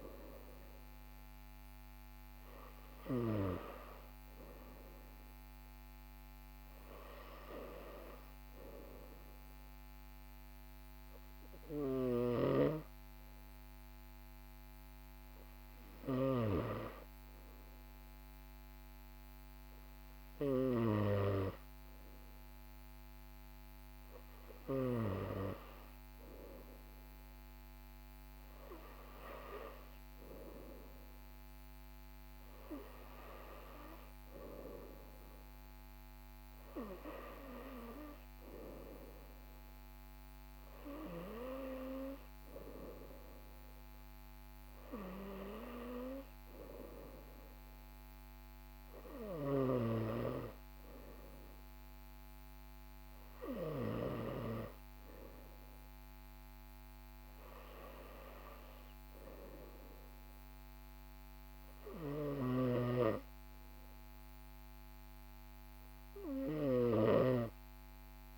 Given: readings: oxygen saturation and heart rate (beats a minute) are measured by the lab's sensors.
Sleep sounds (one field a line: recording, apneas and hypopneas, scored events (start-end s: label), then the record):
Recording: breathing in sleep by a microphone on the trachea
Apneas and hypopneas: none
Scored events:
none scored
From the record:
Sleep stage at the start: N2 (light sleep)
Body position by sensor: on the right side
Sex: male